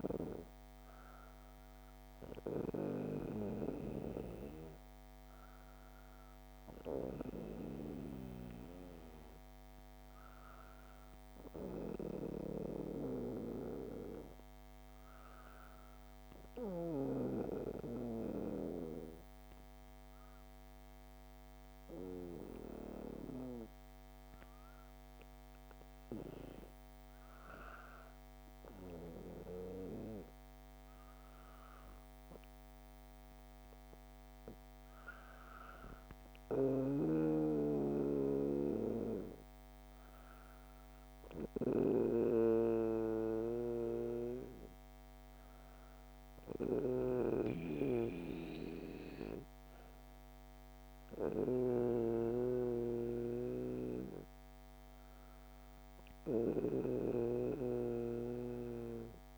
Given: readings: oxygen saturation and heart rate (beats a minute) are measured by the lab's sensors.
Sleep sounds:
breathing in sleep by a microphone on the trachea; 1
15.50-27.00 s: obstructive apnea (oxygen 97% before, 94% lowest, heart rate 106 before, 62 extreme, up 16 after)
28.50-32.50 s: arousal
From the record:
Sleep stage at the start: REM sleep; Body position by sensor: on the back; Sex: female

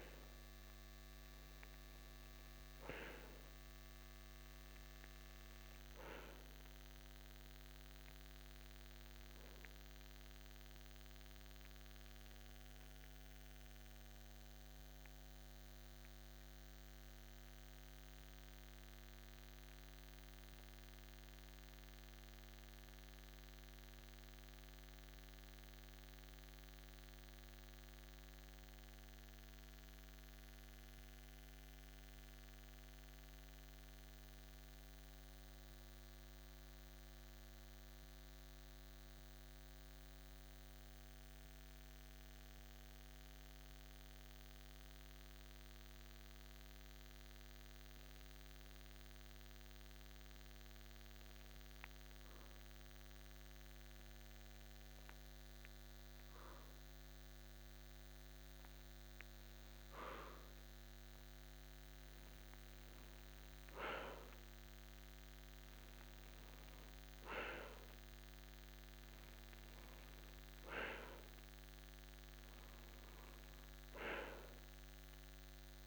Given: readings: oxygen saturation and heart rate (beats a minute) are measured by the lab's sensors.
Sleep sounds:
breathing in sleep, hard to hear, by a microphone on the trachea; 1
2.50-27.50 s: oxygen desaturation (device-marked, oxygen 94% before, 90% lowest, heart rate 52 before, 51 extreme)
19.50-42.50 s: central apnea (oxygen 95% before, 90% lowest, heart rate 54 before, 49 extreme, up 2 after)
45.50-50.00 s: arousal
58.50-75.87 s: oxygen desaturation (device-marked, oxygen 97% before, 92% lowest, heart rate 52 before, 51 extreme)
From the record:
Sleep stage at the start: N2 (light sleep); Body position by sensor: on the back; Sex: male

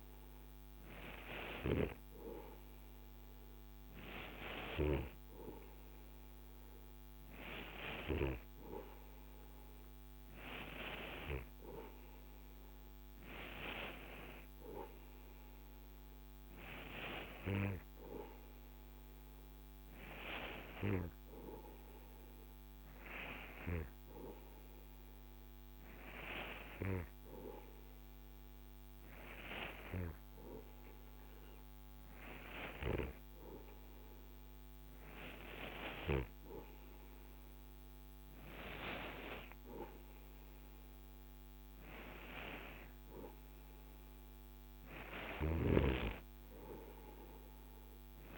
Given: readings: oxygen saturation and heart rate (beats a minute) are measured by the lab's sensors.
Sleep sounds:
breathing in sleep by a microphone on the trachea; none
none scored
From the record:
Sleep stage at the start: N2 (light sleep); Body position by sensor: on the right side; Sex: male

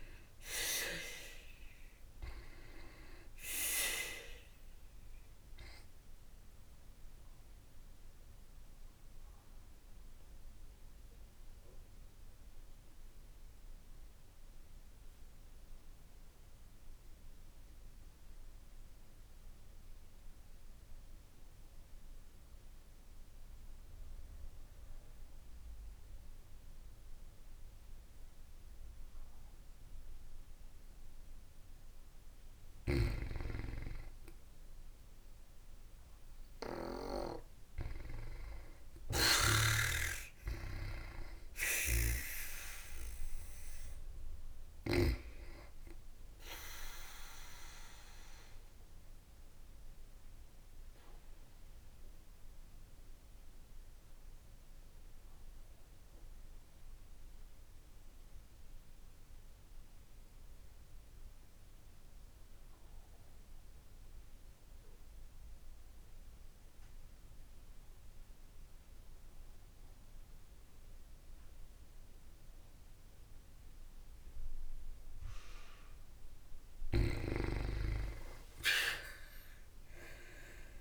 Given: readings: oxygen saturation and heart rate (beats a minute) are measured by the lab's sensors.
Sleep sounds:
breathing in sleep by a room microphone; 2
7.00-31.50 s: obstructive apnea (oxygen 95% before, 87% lowest, heart rate 56 before, 52 extreme, up 12 after)
35.00-39.50 s: arousal
36.50-67.50 s: oxygen desaturation (device-marked, oxygen 95% before, 87% lowest, heart rate 56 before, 52 extreme)
48.00-75.00 s: obstructive apnea (oxygen 95% before, 84% lowest, heart rate 61 before, 52 extreme, up 16 after)
77.50-80.81 s: oxygen desaturation (device-marked, oxygen 94% before, 90% lowest, heart rate 55 before, 54 extreme)
78.00-80.81 s: arousal
From the record:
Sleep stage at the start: N2 (light sleep); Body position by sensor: on the back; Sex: female

